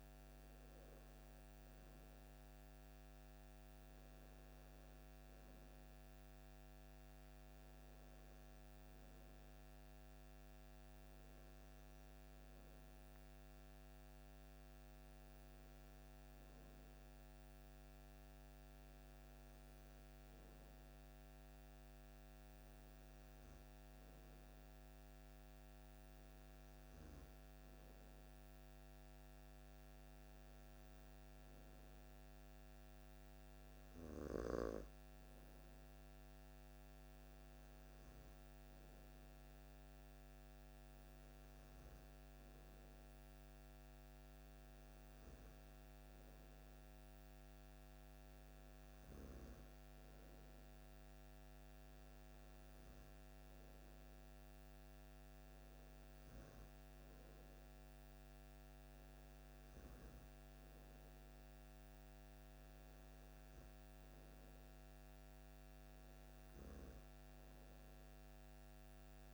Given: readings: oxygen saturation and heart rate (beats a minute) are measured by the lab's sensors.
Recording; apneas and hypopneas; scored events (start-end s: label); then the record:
breathing in sleep, hard to hear, by a microphone on the trachea; none
none scored
From the record:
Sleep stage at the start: N2 (light sleep); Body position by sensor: on the back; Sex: male